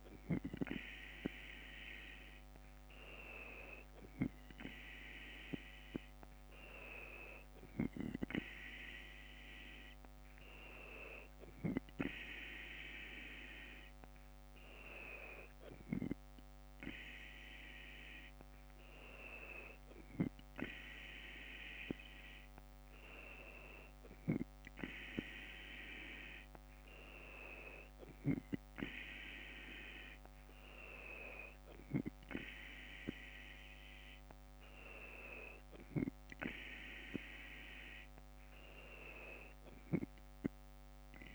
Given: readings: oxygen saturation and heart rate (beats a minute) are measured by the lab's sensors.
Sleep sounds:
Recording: breathing in sleep by a microphone on the trachea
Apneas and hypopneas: none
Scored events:
none scored
From the record:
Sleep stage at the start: N2 (light sleep)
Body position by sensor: on the left side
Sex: female

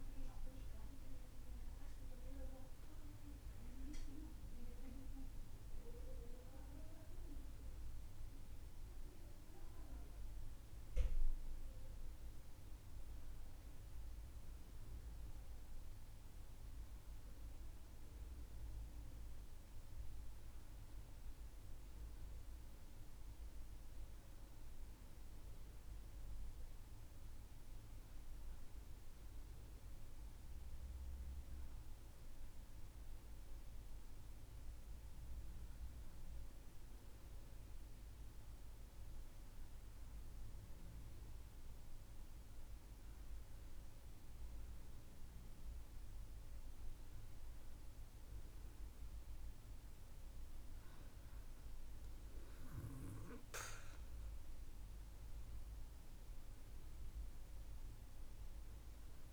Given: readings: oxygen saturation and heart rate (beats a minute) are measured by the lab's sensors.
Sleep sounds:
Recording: breathing in sleep by a room microphone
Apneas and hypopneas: none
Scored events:
none scored
From the record:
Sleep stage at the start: N2 (light sleep)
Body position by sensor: on the back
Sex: female

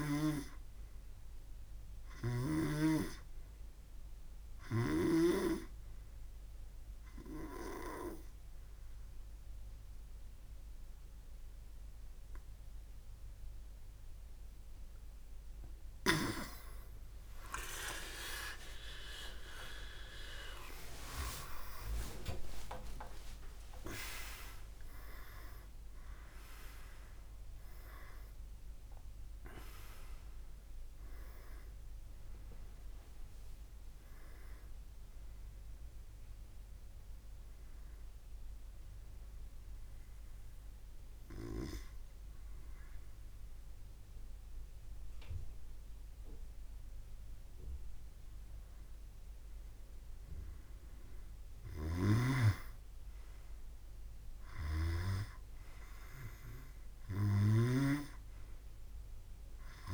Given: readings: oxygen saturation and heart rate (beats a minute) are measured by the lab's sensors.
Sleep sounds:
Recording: breathing in sleep by a room microphone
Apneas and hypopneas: 2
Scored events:
2.00-5.50 s: snoring (device-marked)
5.50-16.00 s: obstructive apnea (oxygen 98% before, 95% lowest, heart rate 72 before, 63 extreme)
18.50-24.00 s: arousal
38.50-49.50 s: obstructive apnea (oxygen 100% before, 97% lowest, heart rate 123 before, 61 extreme, up 5 after)
52.00-56.00 s: arousal
54.50-58.00 s: snoring (device-marked)
From the record:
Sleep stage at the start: N2 (light sleep)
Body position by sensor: on the back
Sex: male

